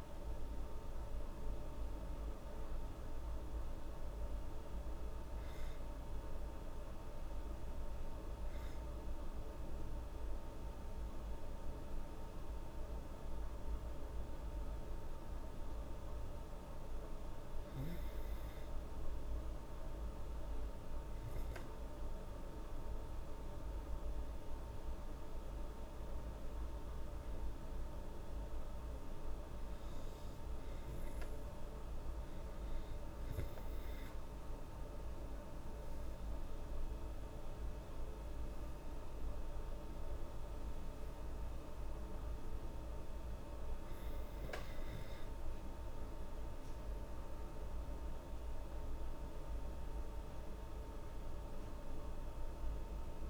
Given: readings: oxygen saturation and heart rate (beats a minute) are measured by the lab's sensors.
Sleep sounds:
breathing in sleep, hard to hear, by a room microphone; 1
20.00-32.50 s: hypopnea (oxygen 96% before, 92% lowest, heart rate 81 before, 78 extreme, up 5 after)
30.00-51.00 s: oxygen desaturation (device-marked, oxygen 96% before, 92% lowest, heart rate 87 before, 77 extreme)
34.00-39.00 s: arousal
From the record:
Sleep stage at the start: N2 (light sleep); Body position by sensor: on the back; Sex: female

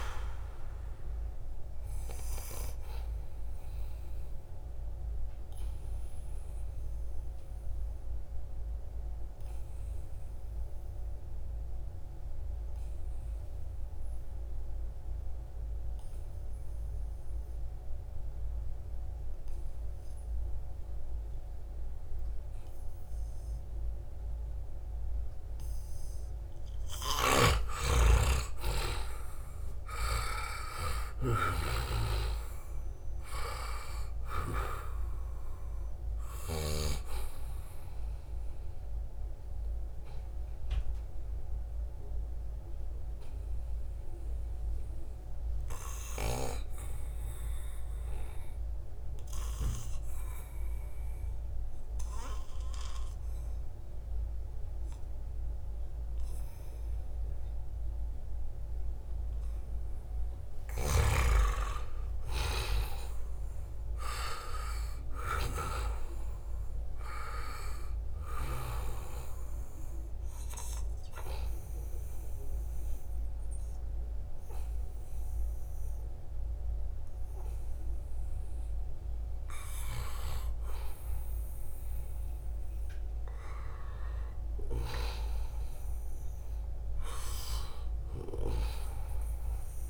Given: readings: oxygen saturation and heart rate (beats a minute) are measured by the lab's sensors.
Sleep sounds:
breathing in sleep by a room microphone; 3
1.00-13.00 s: oxygen desaturation (device-marked, oxygen 95% before, 91% lowest, heart rate 79 before, 69 extreme)
3.50-25.50 s: obstructive apnea (oxygen 95% before, 89% lowest, heart rate 78 before, 69 extreme, up 6 after)
25.00-54.00 s: oxygen desaturation (device-marked, oxygen 96% before, 89% lowest, heart rate 74 before, 73 extreme)
26.50-31.00 s: arousal
27.00-32.00 s: snoring (device-marked)
40.00-60.00 s: obstructive apnea (oxygen 96% before, 89% lowest, heart rate 74 before, 73 extreme, up 3 after)
61.00-65.00 s: arousal
64.00-82.00 s: oxygen desaturation (device-marked, oxygen 97% before, 90% lowest, heart rate 78 before, 73 extreme)
69.00-79.00 s: obstructive apnea (oxygen 97% before, 87% lowest, heart rate 76 before, 76 extreme, up 0 after)
84.00-89.00 s: arousal
From the record:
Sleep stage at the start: N2 (light sleep); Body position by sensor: on the back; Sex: male

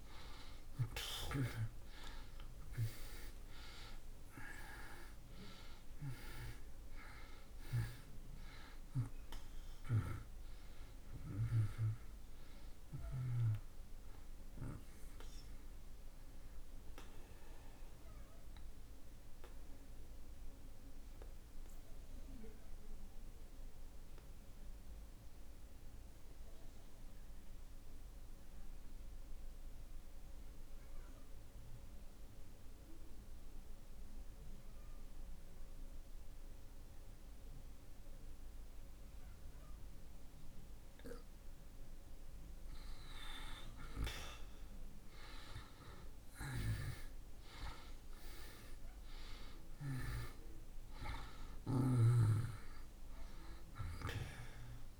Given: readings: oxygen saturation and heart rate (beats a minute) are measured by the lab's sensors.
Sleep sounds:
breathing in sleep by a room microphone; 1
0.00-3.00 s: arousal
0.00-27.50 s: oxygen desaturation (device-marked, oxygen 75% lowest)
19.00-41.50 s: obstructive apnea (oxygen 98% before, 74% lowest)
45.00-50.50 s: arousal
45.50-54.99 s: oxygen desaturation (device-marked, oxygen 97% before, 74% lowest)
From the record:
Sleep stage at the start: N2 (light sleep); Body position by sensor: on the back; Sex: male

